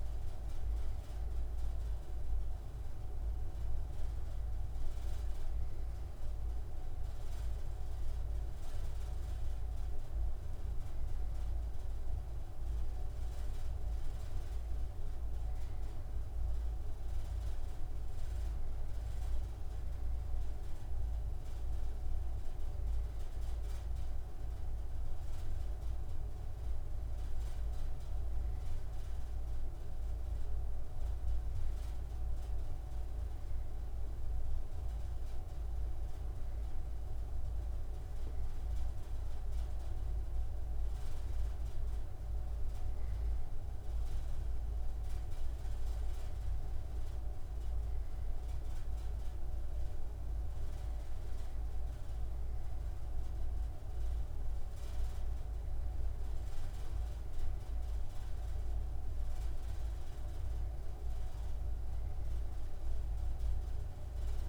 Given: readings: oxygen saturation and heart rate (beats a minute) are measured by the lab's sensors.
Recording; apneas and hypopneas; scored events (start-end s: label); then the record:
breathing in sleep, hard to hear, by a room microphone; none
none scored
From the record:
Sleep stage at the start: N2 (light sleep); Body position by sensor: on the right side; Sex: male